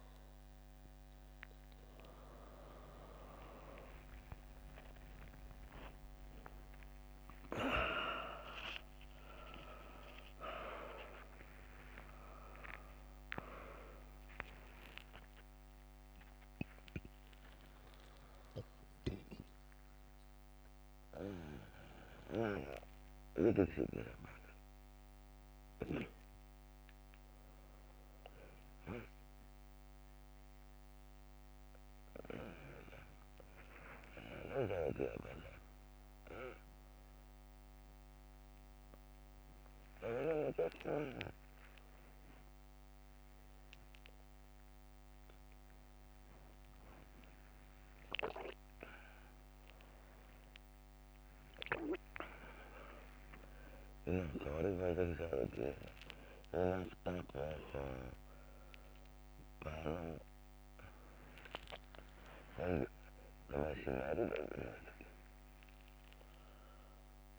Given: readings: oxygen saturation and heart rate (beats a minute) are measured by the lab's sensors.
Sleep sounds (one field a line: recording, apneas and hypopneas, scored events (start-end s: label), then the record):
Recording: a person awake in a sleep study, by a microphone on the trachea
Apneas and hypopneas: none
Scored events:
2.50-10.50 s: tachycardia (device-marked, heart rate 82 before, 119 extreme)
6.50-8.50 s: long interval between heartbeats (device-marked, heart rate 86 before, 109 extreme)
45.50-54.50 s: drop in pulse transit time (device-marked, heart rate 90 before, 90 extreme)
60.50-67.39 s: drop in pulse transit time (device-marked, heart rate 91 before, 91 extreme)
From the record:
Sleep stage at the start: awake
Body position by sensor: upright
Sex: female